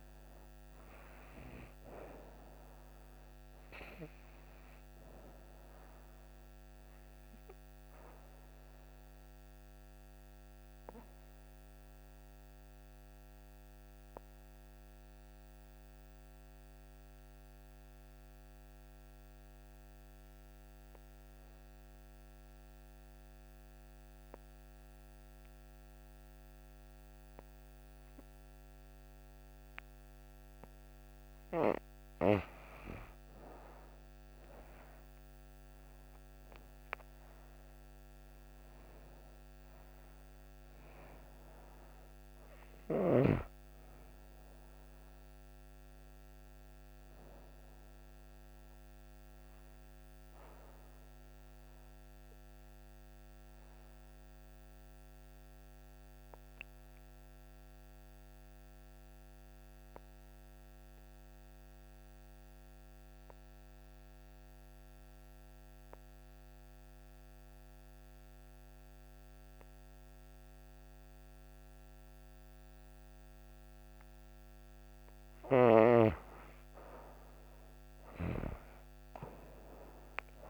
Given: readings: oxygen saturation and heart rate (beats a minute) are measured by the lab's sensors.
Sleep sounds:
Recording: breathing in sleep by a microphone on the trachea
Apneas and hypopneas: 2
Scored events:
0.00-20.00 s: oxygen desaturation (device-marked, oxygen 91% lowest)
7.00-32.00 s: obstructive apnea (oxygen 98% before, 87% lowest)
34.00-37.50 s: arousal
36.00-65.00 s: oxygen desaturation (device-marked, oxygen 97% before, 87% lowest)
49.50-75.50 s: obstructive apnea (oxygen 97% before, 87% lowest)
76.00-80.50 s: new sleep stage, awake
From the record:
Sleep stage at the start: N2 (light sleep)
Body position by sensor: on the right side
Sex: female

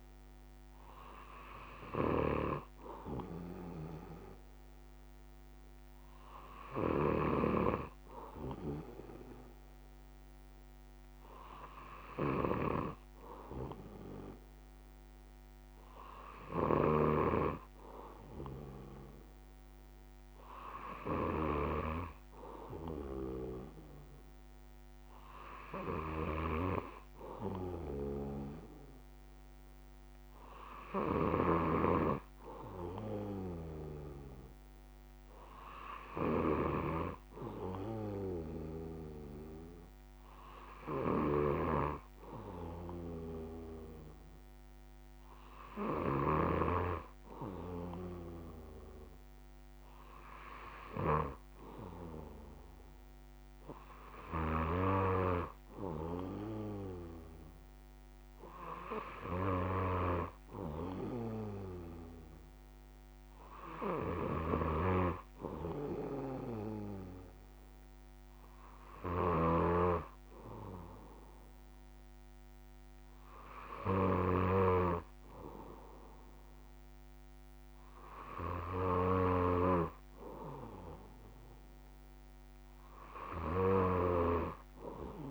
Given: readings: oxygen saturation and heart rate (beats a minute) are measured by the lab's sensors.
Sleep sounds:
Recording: breathing in sleep by a microphone on the trachea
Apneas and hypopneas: none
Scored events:
none scored
From the record:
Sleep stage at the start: N1 (lightest sleep)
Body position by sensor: on the back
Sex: male

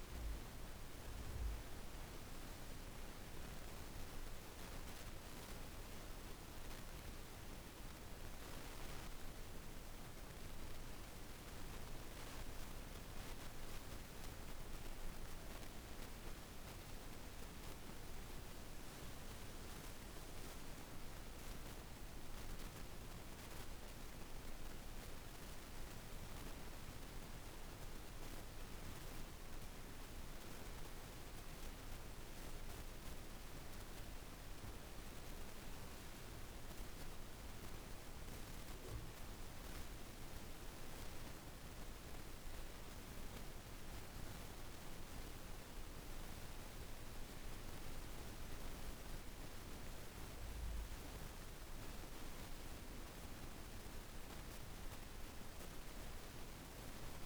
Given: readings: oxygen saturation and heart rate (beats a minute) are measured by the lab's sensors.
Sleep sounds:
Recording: breathing in sleep, hard to hear, by a room microphone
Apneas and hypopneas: none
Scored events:
none scored
From the record:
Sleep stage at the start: N2 (light sleep)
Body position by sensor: on the back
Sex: female

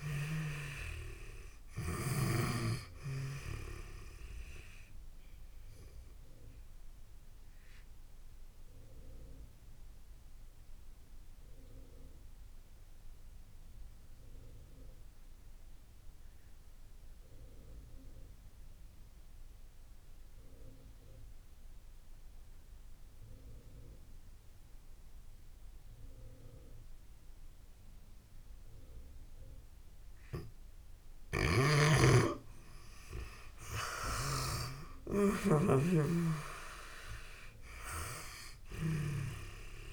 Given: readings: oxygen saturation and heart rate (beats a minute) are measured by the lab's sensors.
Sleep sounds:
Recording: breathing in sleep by a room microphone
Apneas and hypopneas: 1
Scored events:
4.00-31.00 s: obstructive apnea (oxygen 96% before, 85% lowest)
6.00-29.00 s: oxygen desaturation (device-marked, oxygen 95% before, 85% lowest)
30.50-39.93 s: snoring (device-marked)
33.00-37.50 s: arousal
From the record:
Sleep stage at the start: N2 (light sleep)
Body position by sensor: on the back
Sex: female

